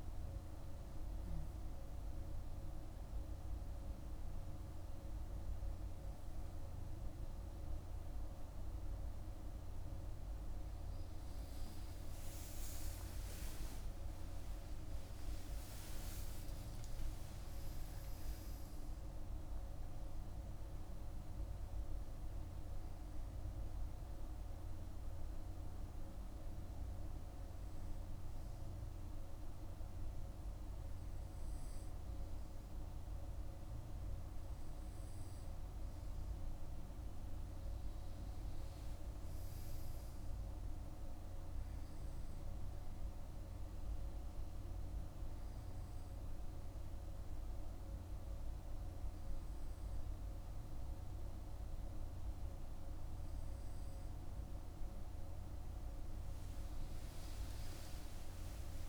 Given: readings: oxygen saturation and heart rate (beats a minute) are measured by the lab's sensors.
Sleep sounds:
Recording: breathing in sleep, hard to hear, by a room microphone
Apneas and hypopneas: none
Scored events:
12.50-17.50 s: arousal
47.00-58.89 s: new sleep stage, awake
From the record:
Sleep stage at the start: N2 (light sleep)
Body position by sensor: on the right side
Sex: male

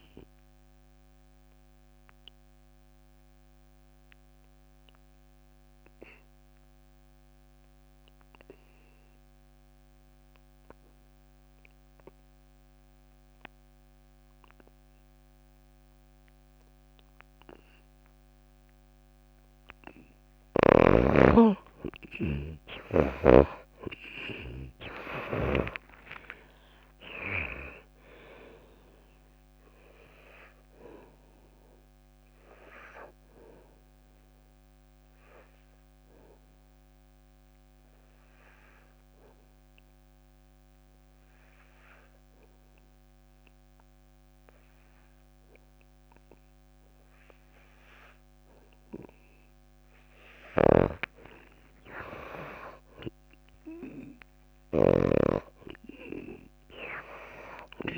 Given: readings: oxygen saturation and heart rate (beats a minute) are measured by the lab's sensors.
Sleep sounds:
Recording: breathing in sleep by a microphone on the trachea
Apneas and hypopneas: 2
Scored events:
0.00-8.50 s: oxygen desaturation (device-marked, oxygen 81% lowest)
0.50-19.50 s: obstructive apnea (oxygen 99% before, 81% lowest)
16.50-41.50 s: oxygen desaturation (device-marked, oxygen 98% before, 87% lowest)
22.00-27.00 s: arousal
34.00-50.00 s: obstructive apnea (oxygen 98% before, 87% lowest)
48.50-57.98 s: oxygen desaturation (device-marked, oxygen 98% before, 89% lowest)
50.50-55.50 s: snoring (device-marked)
52.50-57.00 s: arousal
From the record:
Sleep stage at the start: N2 (light sleep)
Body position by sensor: on the back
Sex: female

